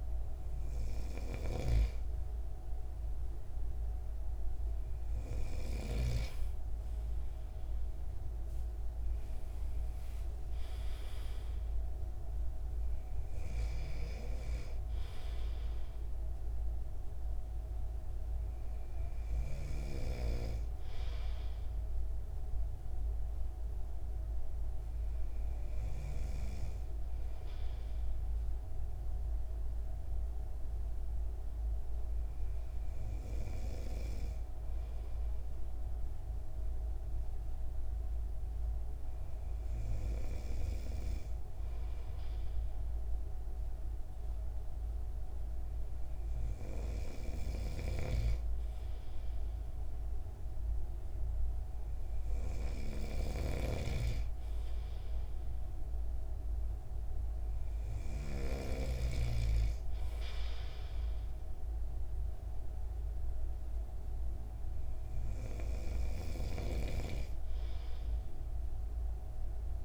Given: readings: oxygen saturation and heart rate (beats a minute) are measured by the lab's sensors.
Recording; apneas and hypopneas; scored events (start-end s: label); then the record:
breathing in sleep by a room microphone; 1
0.00-6.00 s: snoring (device-marked)
7.50-11.50 s: arousal
30.50-47.00 s: hypopnea (oxygen 96% before, 95% lowest)
47.50-59.00 s: snoring (device-marked)
48.50-52.50 s: arousal
66.50-69.85 s: snoring (device-marked)
From the record:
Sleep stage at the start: N2 (light sleep); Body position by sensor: on the right side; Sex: male